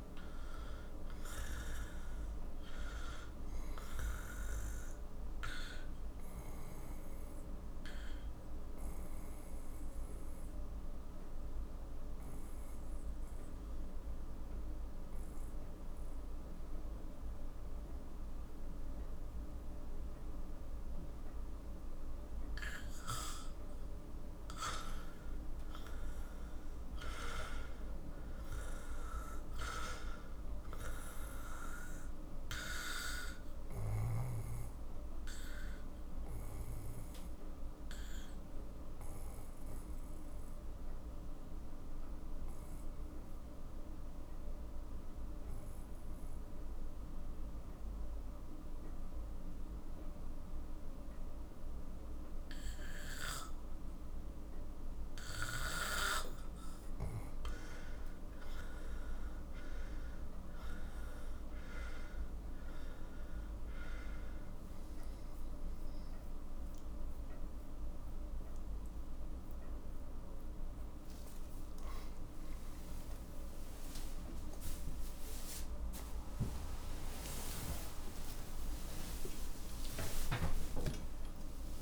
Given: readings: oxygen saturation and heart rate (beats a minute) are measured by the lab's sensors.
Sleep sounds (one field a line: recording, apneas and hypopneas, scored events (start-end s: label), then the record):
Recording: breathing in sleep by a room microphone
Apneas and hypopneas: 2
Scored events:
0.00-7.50 s: oxygen desaturation (device-marked, oxygen 92% lowest, heart rate 41 extreme)
4.50-23.00 s: obstructive apnea (oxygen 97% before, 90% lowest, heart rate 69 before, 41 extreme, up 15 after)
24.50-28.50 s: arousal
32.50-46.50 s: oxygen desaturation (device-marked, oxygen 98% before, 92% lowest, heart rate 48 before, 45 extreme)
33.00-56.00 s: obstructive apnea (oxygen 98% before, 90% lowest, heart rate 48 before, 45 extreme, up 15 after)
59.50-81.82 s: oxygen desaturation (device-marked, oxygen 97% before, 90% lowest, heart rate 48 before, 49 extreme)
75.50-81.82 s: new sleep stage, N1 (lightest sleep)
From the record:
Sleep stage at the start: N2 (light sleep)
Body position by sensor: on the back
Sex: male